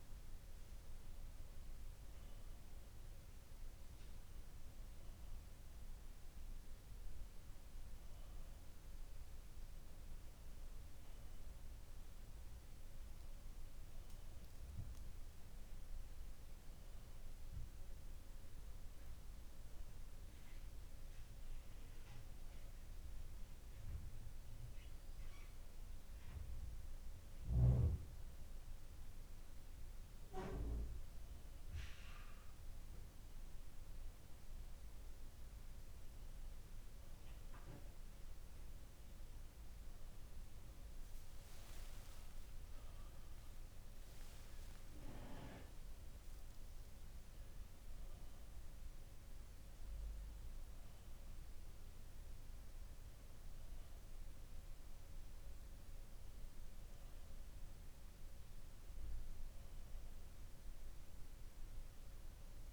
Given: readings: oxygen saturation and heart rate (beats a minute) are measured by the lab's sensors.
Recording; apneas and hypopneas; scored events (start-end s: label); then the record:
breathing in sleep, hard to hear, by a room microphone; none
41.50-44.50 s: arousal
From the record:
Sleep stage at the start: N2 (light sleep); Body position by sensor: on the back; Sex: male